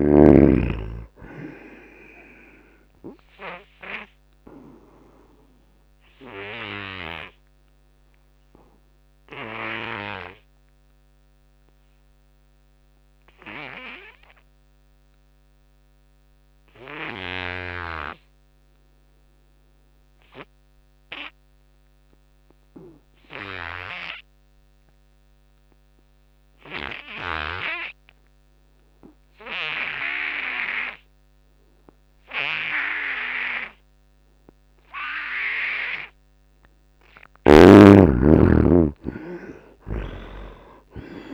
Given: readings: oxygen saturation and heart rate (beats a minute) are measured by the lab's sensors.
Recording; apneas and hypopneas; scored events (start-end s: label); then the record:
breathing in sleep by a microphone on the trachea; 1
0.00-20.00 s: oxygen desaturation (device-marked, oxygen 75% lowest, heart rate 70 extreme)
5.00-36.00 s: obstructive apnea (oxygen 96% before, 75% lowest, heart rate 80 before, 76 extreme, up 8 after)
27.00-41.34 s: oxygen desaturation (device-marked, oxygen 97% before, 75% lowest, heart rate 84 before, 66 extreme)
38.00-41.34 s: arousal
From the record:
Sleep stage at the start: N2 (light sleep); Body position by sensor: on the back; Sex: male